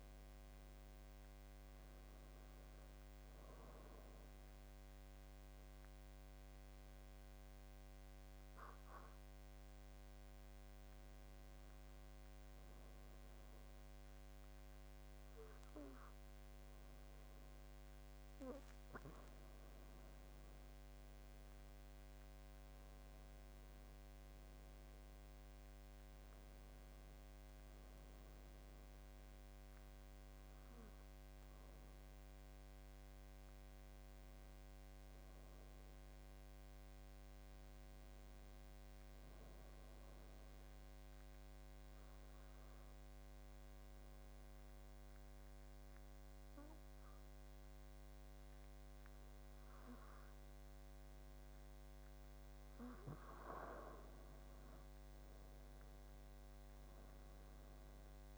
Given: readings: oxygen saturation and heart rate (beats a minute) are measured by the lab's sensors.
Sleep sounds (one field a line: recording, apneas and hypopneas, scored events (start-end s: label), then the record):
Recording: breathing in sleep, hard to hear, by a microphone on the trachea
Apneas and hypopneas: 2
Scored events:
3.50-19.00 s: obstructive apnea (oxygen 96% before, 87% lowest, heart rate 83 before, 78 extreme, up 9 after)
21.50-25.50 s: arousal
23.00-41.00 s: oxygen desaturation (device-marked, oxygen 94% before, 89% lowest, heart rate 80 before, 75 extreme)
39.50-53.00 s: obstructive apnea (oxygen 94% before, 87% lowest, heart rate 82 before, 75 extreme, up 14 after)
56.00-58.38 s: oxygen desaturation (device-marked, oxygen 94% before, 87% lowest, heart rate 78 before, 71 extreme)
From the record:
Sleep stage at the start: N2 (light sleep)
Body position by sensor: on the back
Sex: male